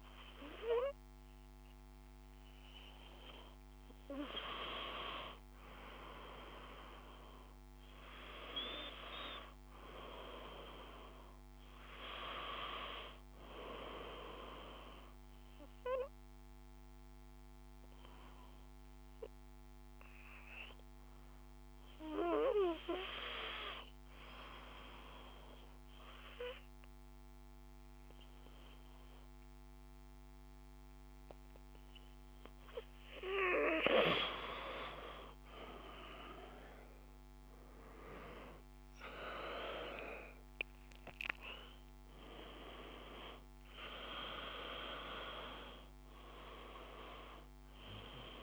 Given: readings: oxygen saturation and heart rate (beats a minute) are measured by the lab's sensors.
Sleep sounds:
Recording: breathing in sleep by a microphone on the trachea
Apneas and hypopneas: 1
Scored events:
15.50-31.00 s: hypopnea (oxygen 96% before, 90% lowest, heart rate 58 before, 55 extreme, up 4 after)
34.00-39.00 s: arousal
38.00-48.43 s: oxygen desaturation (device-marked, oxygen 94% before, 90% lowest, heart rate 57 before, 56 extreme)
From the record:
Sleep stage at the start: N2 (light sleep)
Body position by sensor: on the back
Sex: male

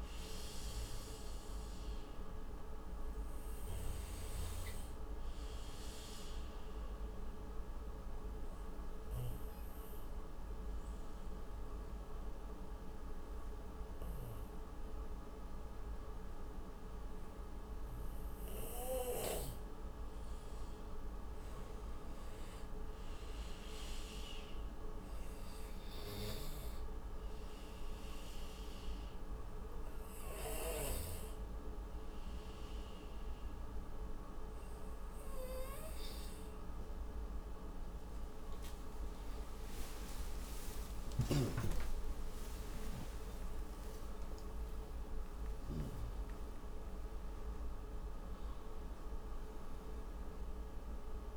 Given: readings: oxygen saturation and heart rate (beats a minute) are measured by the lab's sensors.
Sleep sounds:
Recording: breathing in sleep by a room microphone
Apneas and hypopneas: 2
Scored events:
0.00-3.00 s: arousal
6.50-21.00 s: obstructive apnea (oxygen 94% before, 89% lowest, heart rate 63 before, 50 extreme, up 19 after)
22.50-25.50 s: arousal
25.50-43.50 s: oxygen desaturation (device-marked, oxygen 95% before, 89% lowest)
27.50-38.00 s: obstructive apnea (oxygen 95% before, 89% lowest)
37.50-44.50 s: tachycardia (device-marked, heart rate 60 before, 113 extreme)
39.50-45.00 s: arousal
45.50-48.50 s: tachycardia (device-marked, heart rate 60 before, 116 extreme)
From the record:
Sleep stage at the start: N2 (light sleep)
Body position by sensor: on the right side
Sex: male

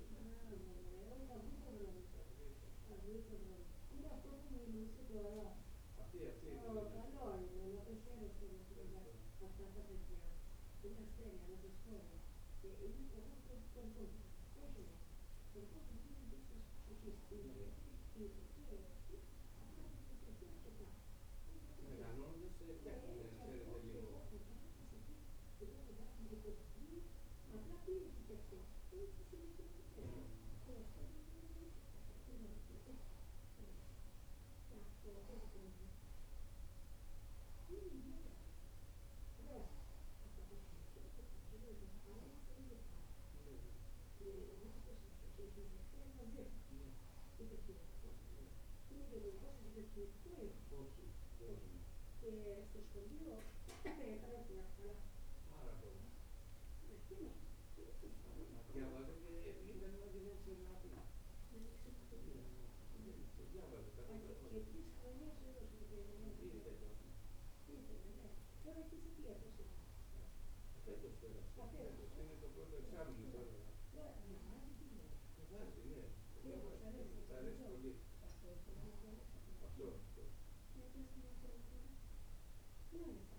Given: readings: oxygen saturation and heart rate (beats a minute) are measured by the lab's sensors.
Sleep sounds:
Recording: breathing in sleep by a room microphone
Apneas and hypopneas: none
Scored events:
none scored
From the record:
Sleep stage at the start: N2 (light sleep)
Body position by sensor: on the right side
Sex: female

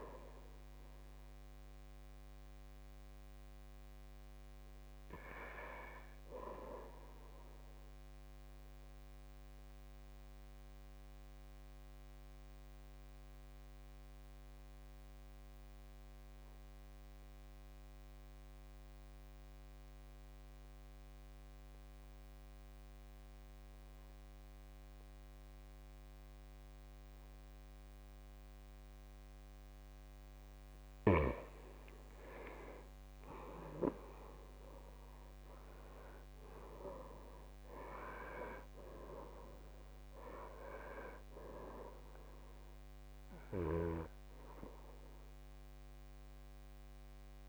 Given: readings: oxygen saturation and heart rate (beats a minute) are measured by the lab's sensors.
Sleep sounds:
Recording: breathing in sleep by a microphone on the trachea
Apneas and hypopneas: 1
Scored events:
0.00-10.00 s: oxygen desaturation (device-marked, oxygen 85% lowest, heart rate 55 extreme)
7.50-30.00 s: obstructive apnea (oxygen 95% before, 84% lowest, heart rate 64 before, 55 extreme, up 13 after)
28.00-47.49 s: oxygen desaturation (device-marked, oxygen 96% before, 84% lowest, heart rate 56 before, 55 extreme)
31.50-34.50 s: arousal
From the record:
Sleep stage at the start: N2 (light sleep)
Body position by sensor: on the right side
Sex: male

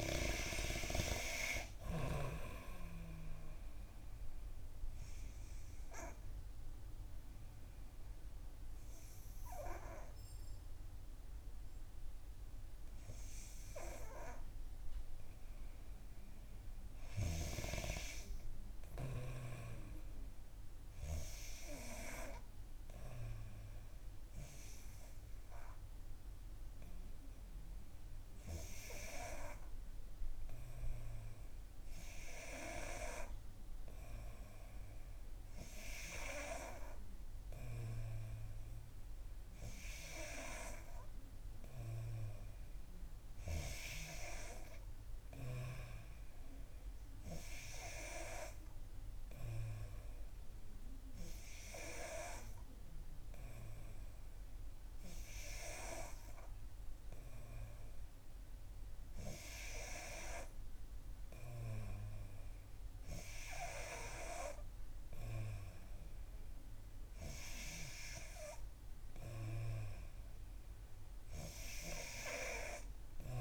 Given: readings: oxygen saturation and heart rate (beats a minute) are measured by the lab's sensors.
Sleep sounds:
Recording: breathing in sleep by a room microphone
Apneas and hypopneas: 1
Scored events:
0.00-21.50 s: oxygen desaturation (device-marked, oxygen 88% lowest, heart rate 63 extreme)
5.00-16.50 s: obstructive apnea (oxygen 92% before, 88% lowest, heart rate 64 before, 63 extreme, up 1 after)
24.00-27.50 s: arousal
42.50-61.50 s: oxygen desaturation (device-marked, oxygen 92% before, 89% lowest, heart rate 66 before, 62 extreme)
From the record:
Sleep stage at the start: N3 (deep sleep)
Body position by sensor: on the back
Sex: female

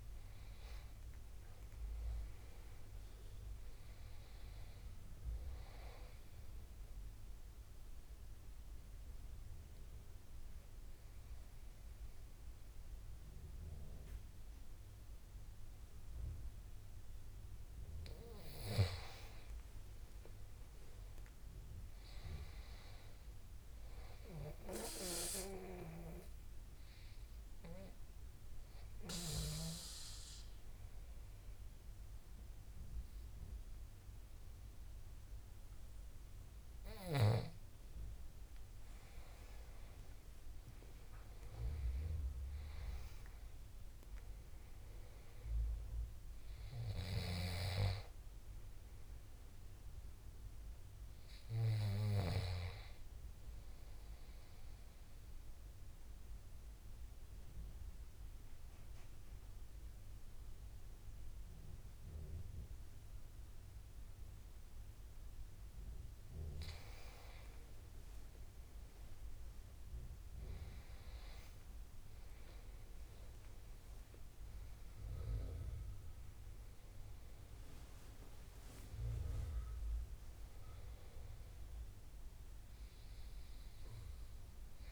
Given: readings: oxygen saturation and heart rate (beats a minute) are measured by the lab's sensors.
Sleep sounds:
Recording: breathing in sleep by a room microphone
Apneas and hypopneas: 3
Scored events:
0.00-17.50 s: oxygen desaturation (device-marked, oxygen 87% lowest, heart rate 75 extreme)
7.00-18.00 s: obstructive apnea (oxygen 95% before, 87% lowest, heart rate 80 before, 75 extreme, up 2 after)
20.00-23.50 s: arousal
26.50-37.50 s: obstructive apnea (oxygen 97% before, 91% lowest, heart rate 78 before, 68 extreme, up 10 after)
39.50-43.00 s: arousal
49.50-65.50 s: oxygen desaturation (device-marked, oxygen 97% before, 92% lowest, heart rate 81 before, 68 extreme)
55.00-66.00 s: obstructive apnea (oxygen 97% before, 91% lowest, heart rate 81 before, 69 extreme, up 13 after)
67.50-72.00 s: arousal
73.50-84.92 s: oxygen desaturation (device-marked, oxygen 98% before, 91% lowest, heart rate 75 before, 67 extreme)
From the record:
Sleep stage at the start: N2 (light sleep)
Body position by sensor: on the right side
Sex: male

